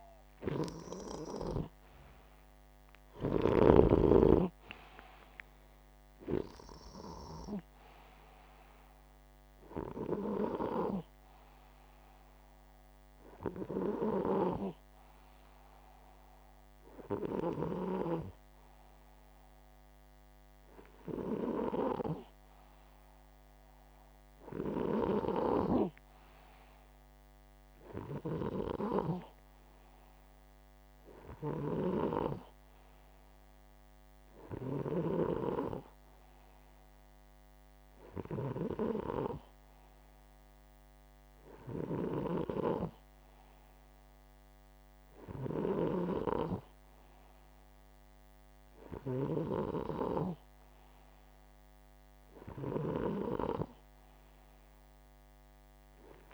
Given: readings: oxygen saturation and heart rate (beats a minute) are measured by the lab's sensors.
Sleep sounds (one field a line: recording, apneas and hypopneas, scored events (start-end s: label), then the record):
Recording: breathing in sleep by a microphone on the trachea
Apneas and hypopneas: none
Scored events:
0.00-7.00 s: snoring (device-marked)
27.50-34.50 s: snoring (device-marked)
41.50-49.00 s: snoring (device-marked)
From the record:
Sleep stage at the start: N2 (light sleep)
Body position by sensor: upright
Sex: male